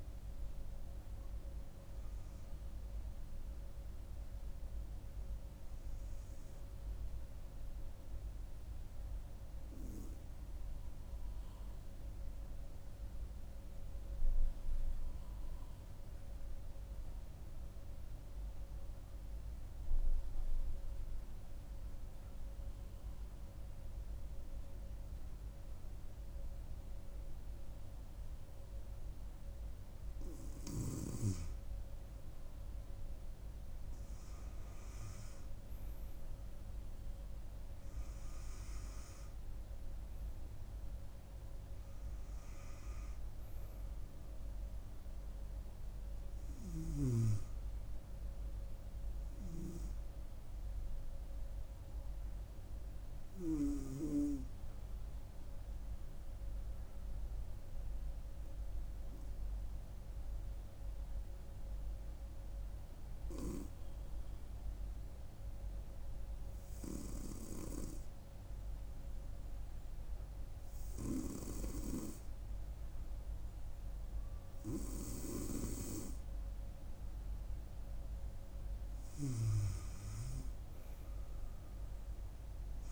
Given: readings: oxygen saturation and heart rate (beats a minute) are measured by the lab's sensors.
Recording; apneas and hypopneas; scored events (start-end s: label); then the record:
breathing in sleep by a room microphone; 2
11.50-31.00 s: obstructive apnea (oxygen 99% before, 95% lowest, heart rate 70 before, 65 extreme, up 5 after)
34.00-38.00 s: arousal
56.00-67.50 s: obstructive apnea (oxygen 99% before, 95% lowest, heart rate 68 before, 67 extreme, up 2 after)
58.50-66.50 s: oxygen desaturation (device-marked, oxygen 98% before, 95% lowest, heart rate 68 before, 67 extreme)
67.50-70.00 s: arousal
79.00-82.92 s: snoring (device-marked)
From the record:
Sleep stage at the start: N2 (light sleep); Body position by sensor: on the right side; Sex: female